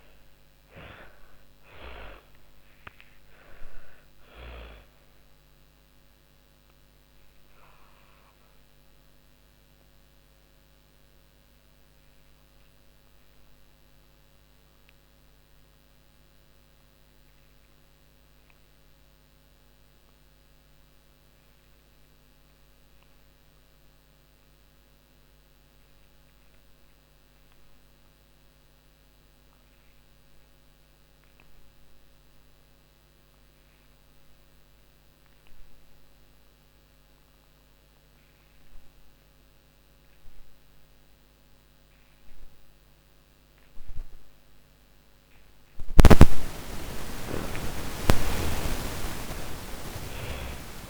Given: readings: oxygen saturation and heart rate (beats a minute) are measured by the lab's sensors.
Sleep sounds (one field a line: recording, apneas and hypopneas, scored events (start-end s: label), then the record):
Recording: breathing in sleep by a microphone on the trachea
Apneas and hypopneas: 1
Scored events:
0.00-19.50 s: oxygen desaturation (device-marked, oxygen 75% lowest, heart rate 43 extreme)
6.00-44.00 s: obstructive apnea (oxygen 97% before, 75% lowest, heart rate 102 before, 43 extreme, up 50 after)
35.50-50.90 s: oxygen desaturation (device-marked, oxygen 99% before, 77% lowest, heart rate 49 before, 46 extreme)
45.50-49.00 s: snoring (device-marked)
45.50-50.50 s: arousal
From the record:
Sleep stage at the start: N2 (light sleep)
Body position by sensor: on the back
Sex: female